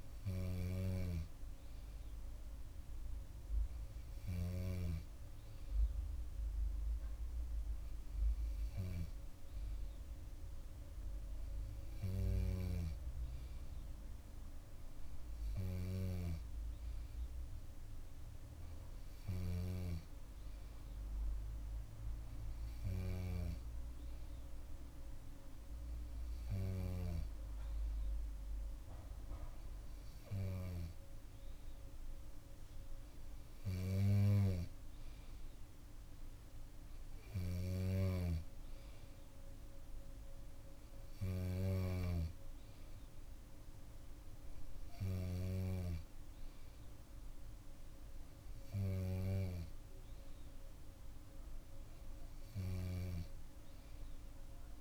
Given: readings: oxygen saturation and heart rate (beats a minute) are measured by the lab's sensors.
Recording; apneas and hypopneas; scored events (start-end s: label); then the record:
breathing in sleep by a room microphone; none
15.50-19.50 s: snoring (device-marked)
37.00-41.50 s: snoring (device-marked)
From the record:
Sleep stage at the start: N2 (light sleep); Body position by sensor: on the back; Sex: female